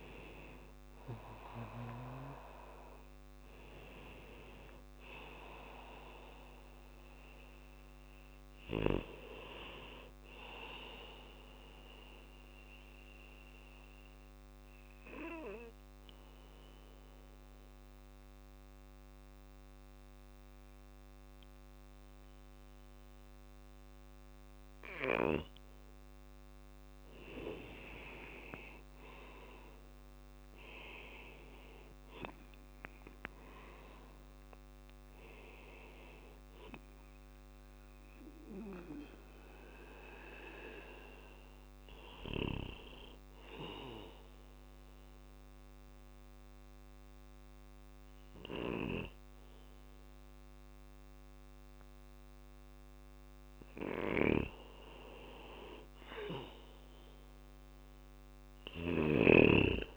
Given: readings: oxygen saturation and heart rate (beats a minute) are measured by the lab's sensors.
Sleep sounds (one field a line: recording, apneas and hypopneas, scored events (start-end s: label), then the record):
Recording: a person partly awake in a sleep study, by a microphone on the trachea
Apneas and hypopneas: 2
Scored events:
1.00-31.00 s: new sleep stage, N1 (lightest sleep)
2.00-21.00 s: bradycardia (device-marked, heart rate 62 before, 51 extreme)
12.50-24.50 s: obstructive apnea (oxygen 99% before, 93% lowest, heart rate 63 before, 57 extreme, up 6 after)
26.00-29.50 s: arousal
31.00-59.97 s: new sleep stage, N2 (light sleep)
34.00-51.00 s: oxygen desaturation (device-marked, oxygen 98% before, 93% lowest, heart rate 59 before, 58 extreme)
43.50-54.00 s: obstructive apnea (oxygen 98% before, 93% lowest, heart rate 61 before, 58 extreme, up 2 after)
53.00-59.97 s: snoring (device-marked)
56.00-59.97 s: arousal
58.00-59.97 s: bradycardia (device-marked, heart rate 61 before, 60 extreme)
From the record:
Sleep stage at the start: awake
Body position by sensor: on the back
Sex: male